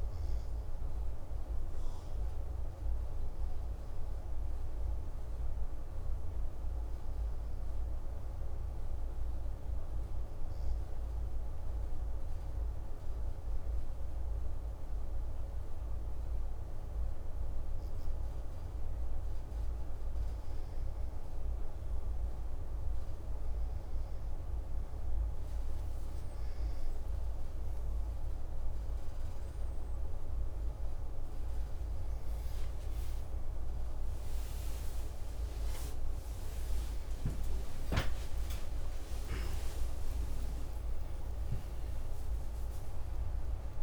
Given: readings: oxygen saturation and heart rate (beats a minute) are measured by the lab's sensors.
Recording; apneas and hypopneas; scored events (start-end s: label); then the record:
a person awake in a sleep study, hard to hear, by a room microphone; 1
4.50-17.50 s: hypopnea (oxygen 98% before, 95% lowest)
15.50-43.82 s: new sleep stage, awake
From the record:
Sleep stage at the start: N2 (light sleep); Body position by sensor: on the back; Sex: male